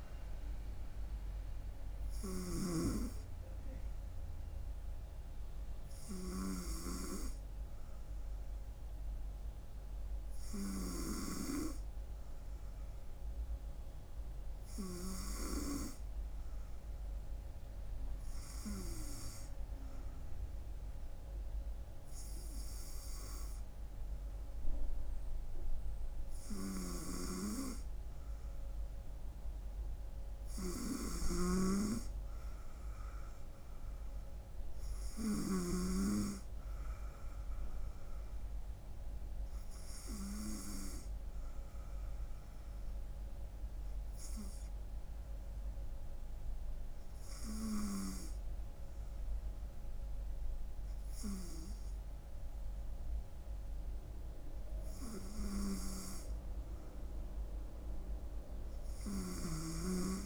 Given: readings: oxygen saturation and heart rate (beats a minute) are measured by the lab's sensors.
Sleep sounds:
breathing in sleep by a room microphone; 1
25.00-30.00 s: arousal
31.00-36.00 s: snoring (device-marked)
38.50-54.00 s: hypopnea (oxygen 96% before, 94% lowest, heart rate 69 before, 67 extreme, up 2 after)
54.50-58.00 s: arousal
From the record:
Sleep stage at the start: N2 (light sleep); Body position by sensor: on the front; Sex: female

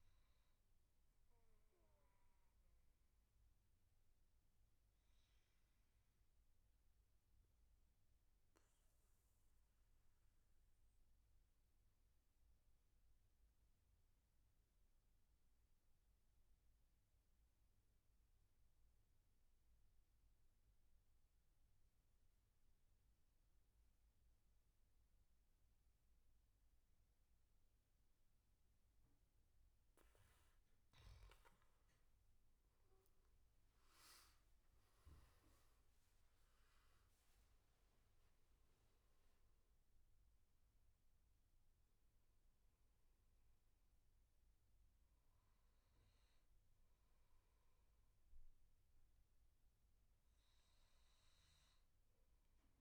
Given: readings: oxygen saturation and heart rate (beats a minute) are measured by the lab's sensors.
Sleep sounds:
breathing in sleep, hard to hear, by a room microphone; 1
0.00-11.50 s: oxygen desaturation (device-marked, oxygen 89% lowest, heart rate 67 extreme)
2.50-29.00 s: mixed apnea (oxygen 96% before, 90% lowest, heart rate 85 before, 66 extreme, up 19 after)
28.50-52.81 s: oxygen desaturation (device-marked, oxygen 99% before, 90% lowest, heart rate 72 before, 66 extreme)
30.50-34.00 s: arousal
From the record:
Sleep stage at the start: N2 (light sleep); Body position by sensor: on the back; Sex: male

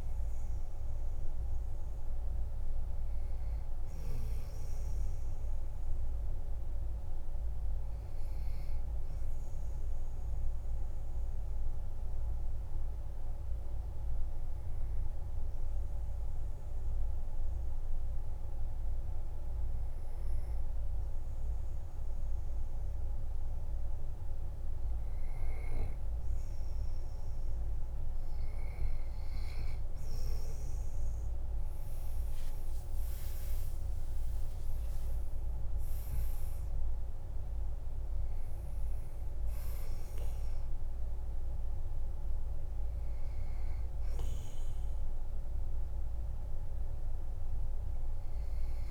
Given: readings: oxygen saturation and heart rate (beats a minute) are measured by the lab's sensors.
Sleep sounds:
breathing in sleep, hard to hear, by a room microphone; 1
0.00-14.00 s: oxygen desaturation (device-marked, oxygen 93% lowest, heart rate 47 extreme)
10.50-27.50 s: obstructive apnea (oxygen 98% before, 93% lowest, heart rate 58 before, 47 extreme, up 17 after)
32.00-35.50 s: arousal
32.00-48.91 s: oxygen desaturation (device-marked, oxygen 98% before, 93% lowest, heart rate 50 before, 47 extreme)
From the record:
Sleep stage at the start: N2 (light sleep); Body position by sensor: on the back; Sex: male

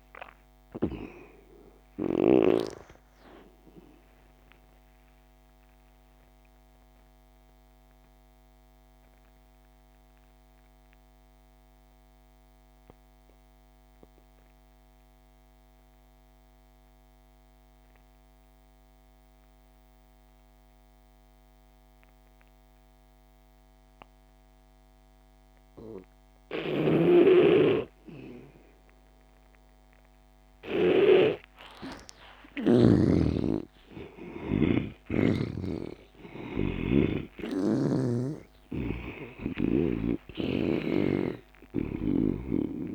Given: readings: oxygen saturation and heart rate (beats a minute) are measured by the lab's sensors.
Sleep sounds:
breathing in sleep by a microphone on the trachea; 1
0.00-2.50 s: snoring (device-marked)
0.00-16.50 s: oxygen desaturation (device-marked, oxygen 85% lowest)
4.00-31.00 s: obstructive apnea (oxygen 98% before, 82% lowest)
26.50-31.00 s: snoring (device-marked)
26.50-42.95 s: oxygen desaturation (device-marked, oxygen 98% before, 84% lowest)
32.50-38.50 s: arousal
33.00-40.00 s: snoring (device-marked)
From the record:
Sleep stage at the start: N2 (light sleep); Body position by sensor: on the back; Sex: male

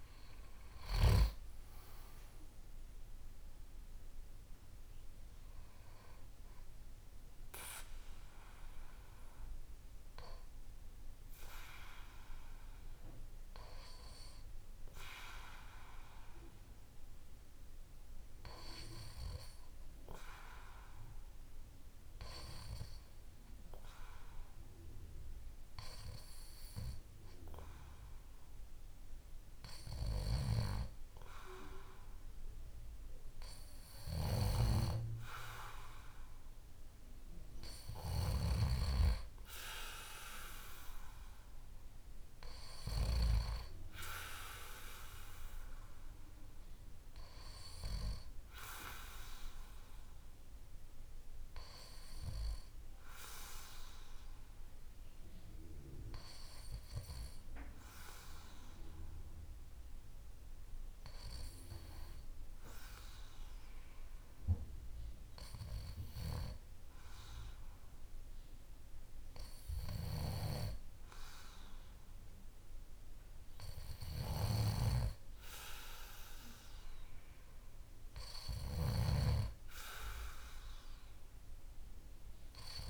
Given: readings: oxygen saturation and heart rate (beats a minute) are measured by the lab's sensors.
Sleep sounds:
breathing in sleep by a room microphone; 2
0.00-3.50 s: arousal
12.00-33.50 s: hypopnea (oxygen 96% before, 93% lowest, heart rate 56 before, 50 extreme, up 5 after)
36.00-39.50 s: arousal
57.00-70.50 s: hypopnea (oxygen 97% before, 94% lowest, heart rate 55 before, 51 extreme, up 1 after)
73.00-76.50 s: arousal
74.50-79.00 s: snoring (device-marked)
From the record:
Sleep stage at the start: N2 (light sleep); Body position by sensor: on the back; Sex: male

